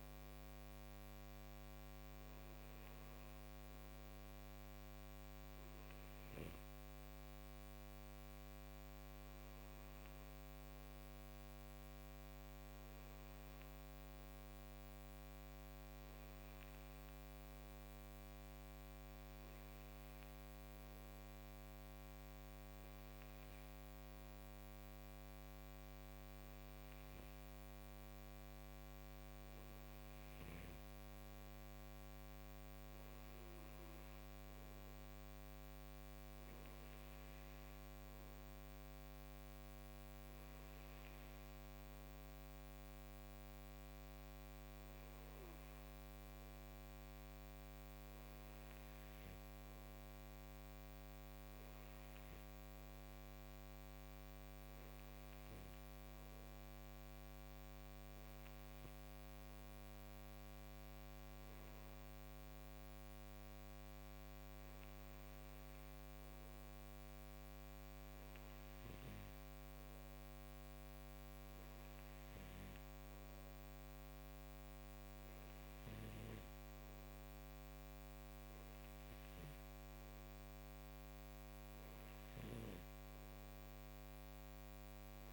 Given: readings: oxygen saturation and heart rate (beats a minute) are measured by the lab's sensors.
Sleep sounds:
breathing in sleep, hard to hear, by a microphone on the trachea; none
0.00-9.50 s: oxygen desaturation (device-marked, oxygen 92% lowest, heart rate 56 extreme)
51.50-55.50 s: snoring (device-marked)
79.00-82.50 s: snoring (device-marked)
From the record:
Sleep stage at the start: N2 (light sleep); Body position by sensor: on the right side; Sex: male

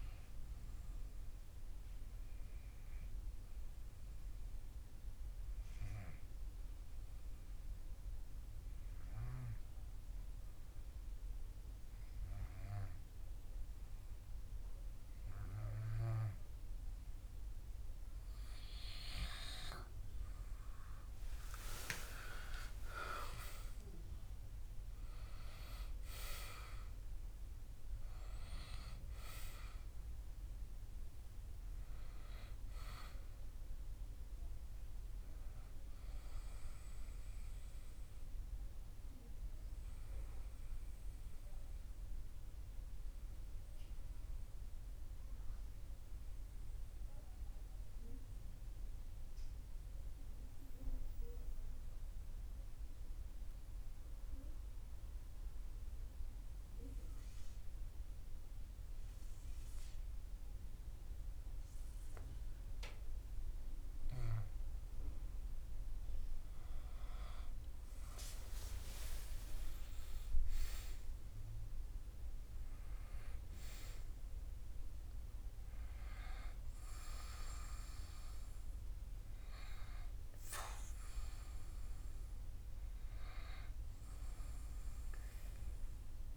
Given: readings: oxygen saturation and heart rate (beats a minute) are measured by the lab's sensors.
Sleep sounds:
breathing in sleep by a room microphone; 2
0.50-18.50 s: obstructive apnea (oxygen 98% before, 91% lowest)
19.50-53.50 s: oxygen desaturation (device-marked, oxygen 96% before, 91% lowest)
20.50-25.50 s: arousal
38.50-65.00 s: obstructive apnea (oxygen 96% before, 91% lowest)
66.50-70.50 s: arousal
70.50-74.50 s: oxygen desaturation (device-marked, oxygen 98% before, 94% lowest)
From the record:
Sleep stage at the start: N2 (light sleep); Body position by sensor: on the back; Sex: male

